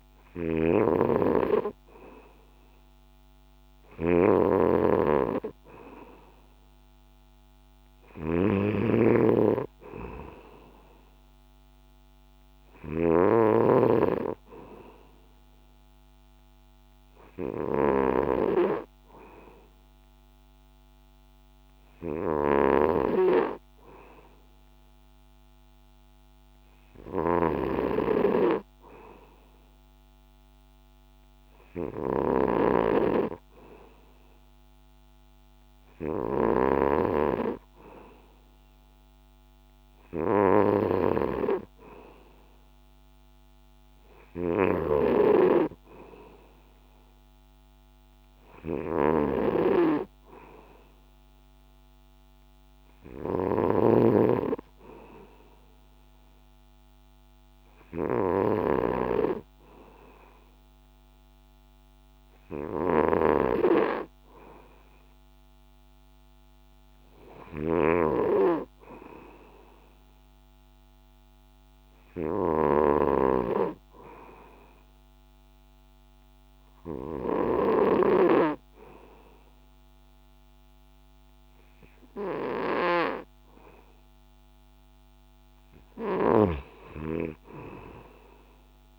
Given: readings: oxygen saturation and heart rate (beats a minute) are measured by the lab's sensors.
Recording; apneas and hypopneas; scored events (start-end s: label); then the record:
breathing in sleep by a microphone on the trachea; 1
0.00-78.00 s: snoring (device-marked)
71.00-84.00 s: hypopnea (oxygen 95% before, 93% lowest, heart rate 64 before, 63 extreme, up 3 after)
86.00-88.99 s: snoring (device-marked)
86.50-88.99 s: arousal
From the record:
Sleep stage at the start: N2 (light sleep); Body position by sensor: on the back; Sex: male